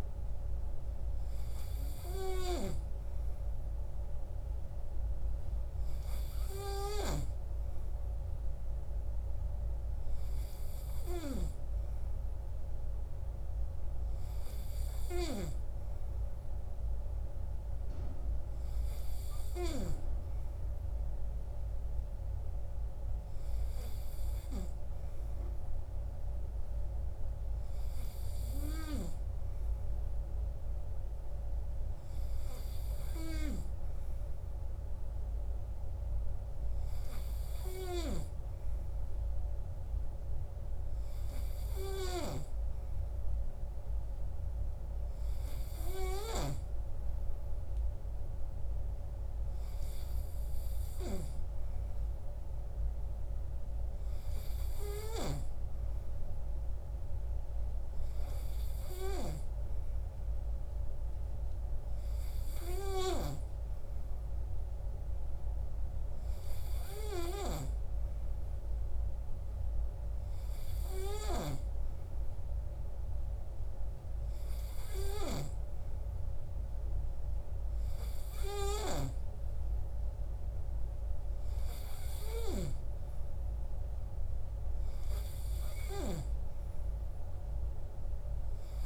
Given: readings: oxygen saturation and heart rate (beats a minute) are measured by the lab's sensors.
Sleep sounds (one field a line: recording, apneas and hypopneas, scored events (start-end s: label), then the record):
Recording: breathing in sleep by a room microphone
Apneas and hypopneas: none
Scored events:
none scored
From the record:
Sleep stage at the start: N3 (deep sleep)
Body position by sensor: on the right side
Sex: male